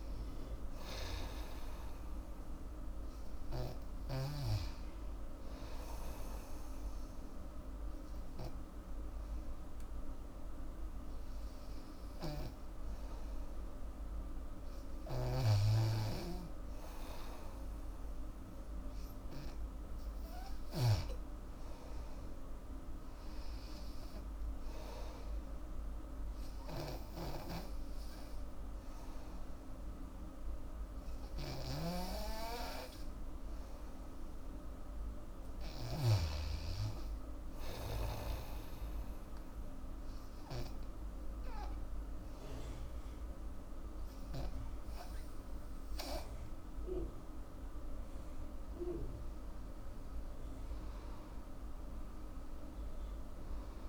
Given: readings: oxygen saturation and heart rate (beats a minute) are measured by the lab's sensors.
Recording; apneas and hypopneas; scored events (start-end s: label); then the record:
breathing in sleep by a room microphone; 2
0.00-3.50 s: arousal
8.00-18.50 s: hypopnea (oxygen 96% before, 93% lowest, heart rate 82 before, 81 extreme, up 4 after)
15.00-21.00 s: snoring (device-marked)
21.50-25.50 s: arousal
31.50-36.50 s: snoring (device-marked)
38.50-48.50 s: obstructive apnea (oxygen 97% before, 90% lowest, heart rate 83 before, 73 extreme, up 11 after)
49.50-52.50 s: arousal
From the record:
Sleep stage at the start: N2 (light sleep); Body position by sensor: on the back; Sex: female